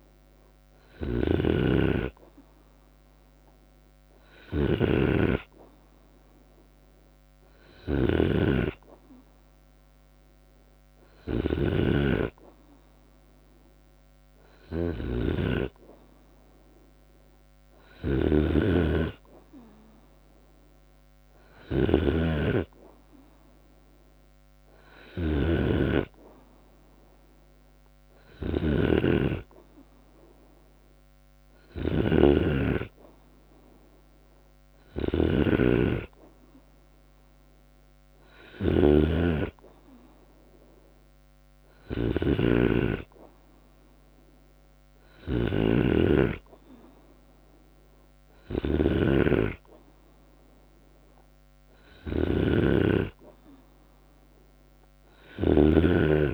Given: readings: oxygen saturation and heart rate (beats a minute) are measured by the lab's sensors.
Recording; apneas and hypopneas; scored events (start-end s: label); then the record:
breathing in sleep by a microphone on the trachea; none
0.00-12.00 s: drop in pulse transit time (device-marked, heart rate 74 before, 78 extreme)
0.00-56.34 s: snoring (device-marked)
15.50-17.50 s: long interval between heartbeats (device-marked, heart rate 78 before, 70 extreme)
From the record:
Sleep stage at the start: N2 (light sleep); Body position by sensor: on the right side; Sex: male